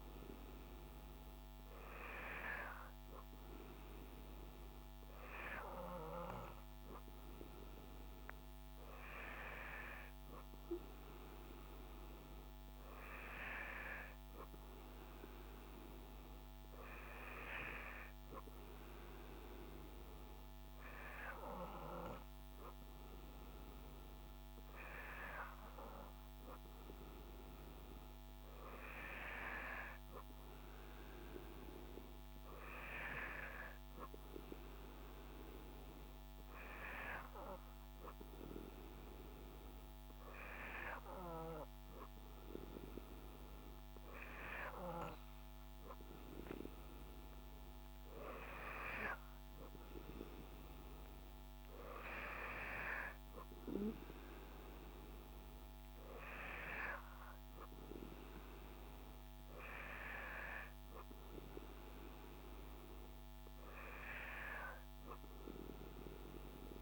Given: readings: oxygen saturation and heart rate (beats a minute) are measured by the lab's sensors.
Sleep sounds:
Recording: breathing in sleep by a microphone on the trachea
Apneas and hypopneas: none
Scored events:
none scored
From the record:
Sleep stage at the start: N2 (light sleep)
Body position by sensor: on the back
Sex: male

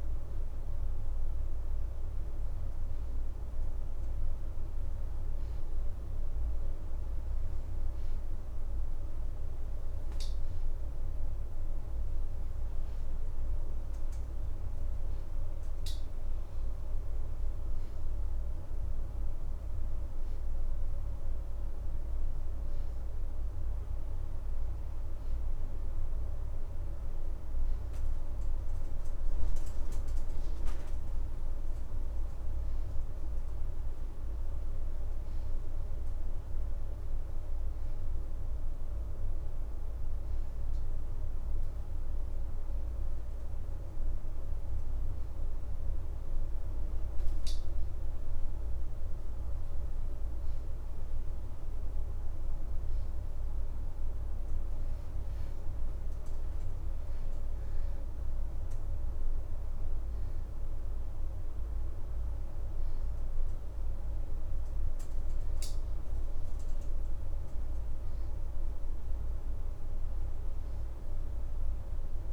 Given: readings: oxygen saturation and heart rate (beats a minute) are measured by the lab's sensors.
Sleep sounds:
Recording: breathing in sleep, hard to hear, by a room microphone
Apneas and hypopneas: none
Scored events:
31.50-72.33 s: new sleep stage, N2 (light sleep)
From the record:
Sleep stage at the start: N1 (lightest sleep)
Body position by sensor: on the right side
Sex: female

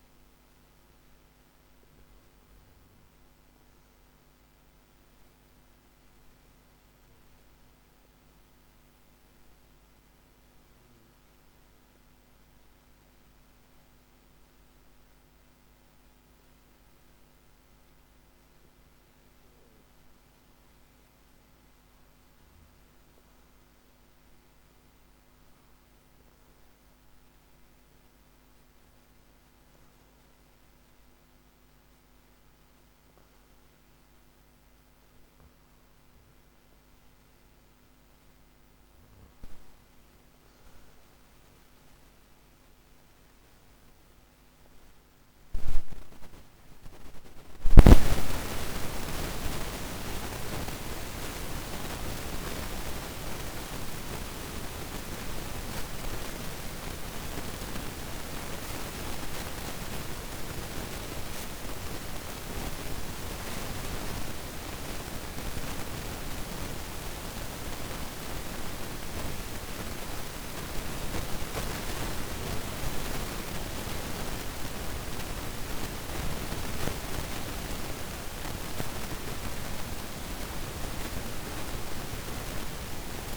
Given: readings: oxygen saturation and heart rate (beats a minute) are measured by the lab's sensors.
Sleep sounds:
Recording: breathing in sleep by a microphone on the trachea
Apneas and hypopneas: 1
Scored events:
8.00-20.50 s: obstructive apnea (oxygen 96% before, 91% lowest, heart rate 56 before, 51 extreme, up 2 after)
23.00-28.00 s: arousal
45.50-48.50 s: arousal
48.00-70.00 s: oxygen desaturation (device-marked, oxygen 95% before, 91% lowest, heart rate 56 before, 52 extreme)
From the record:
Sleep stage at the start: N2 (light sleep)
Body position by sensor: on the back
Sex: male

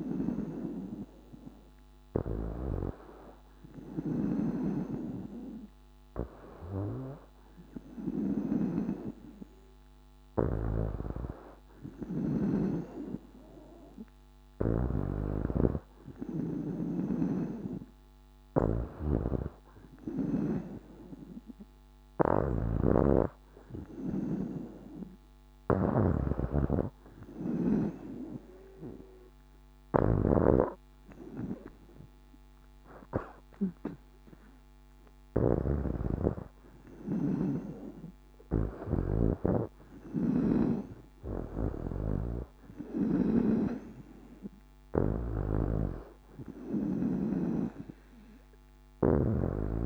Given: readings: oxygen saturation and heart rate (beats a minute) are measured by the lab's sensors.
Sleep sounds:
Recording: breathing in sleep by a microphone on the trachea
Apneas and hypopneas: none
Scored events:
0.00-12.00 s: snoring (device-marked)
16.50-20.00 s: snoring (device-marked)
22.00-49.86 s: snoring (device-marked)
From the record:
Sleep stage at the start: N2 (light sleep)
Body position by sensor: on the back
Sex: female

